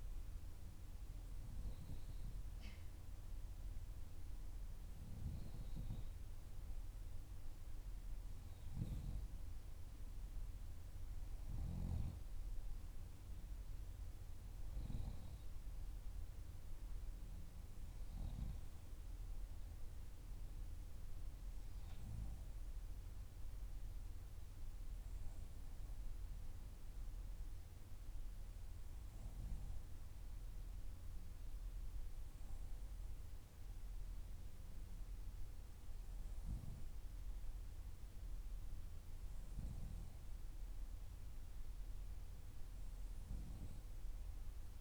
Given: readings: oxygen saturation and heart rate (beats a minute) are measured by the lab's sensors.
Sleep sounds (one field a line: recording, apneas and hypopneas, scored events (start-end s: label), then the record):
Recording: breathing in sleep by a room microphone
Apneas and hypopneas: none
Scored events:
none scored
From the record:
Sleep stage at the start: N2 (light sleep)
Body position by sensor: on the back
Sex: female